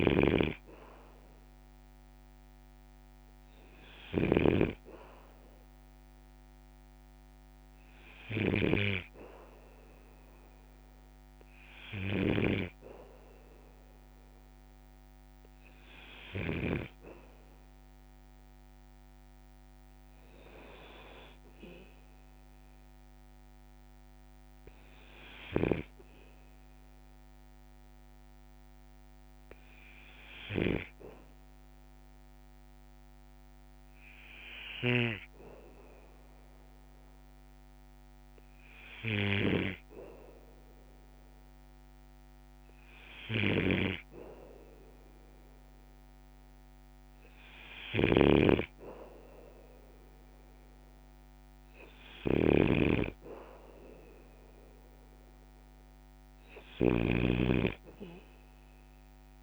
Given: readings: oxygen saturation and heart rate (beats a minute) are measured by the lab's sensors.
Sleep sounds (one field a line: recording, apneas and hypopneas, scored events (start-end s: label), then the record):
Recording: breathing in sleep by a microphone on the trachea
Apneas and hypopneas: 1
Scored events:
0.00-16.50 s: snoring (device-marked)
26.00-43.50 s: hypopnea (oxygen 97% before, 96% lowest, heart rate 58 before, 56 extreme, up 4 after)
34.50-59.43 s: snoring (device-marked)
46.00-49.00 s: arousal
From the record:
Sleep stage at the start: N2 (light sleep)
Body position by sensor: on the back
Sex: male